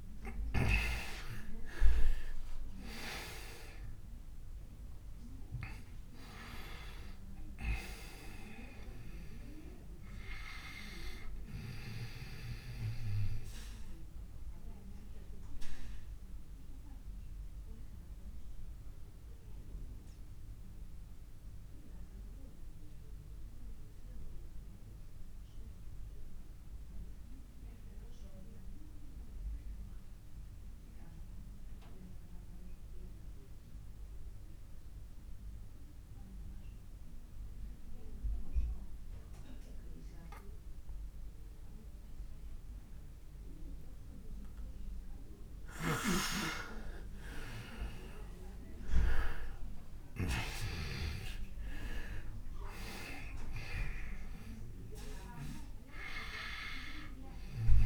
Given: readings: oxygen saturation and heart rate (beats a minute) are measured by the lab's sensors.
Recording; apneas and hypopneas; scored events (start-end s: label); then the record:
breathing in sleep by a room microphone; 1
0.00-3.00 s: arousal
0.00-29.50 s: oxygen desaturation (device-marked, oxygen 83% lowest)
13.00-43.50 s: obstructive apnea (oxygen 98% before, 83% lowest, heart rate 48 before, 25 extreme, up 48 after)
46.50-50.00 s: arousal
49.50-57.86 s: oxygen desaturation (device-marked, oxygen 98% before, 88% lowest, heart rate 49 before, 27 extreme)
From the record:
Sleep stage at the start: N2 (light sleep); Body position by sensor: on the back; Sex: male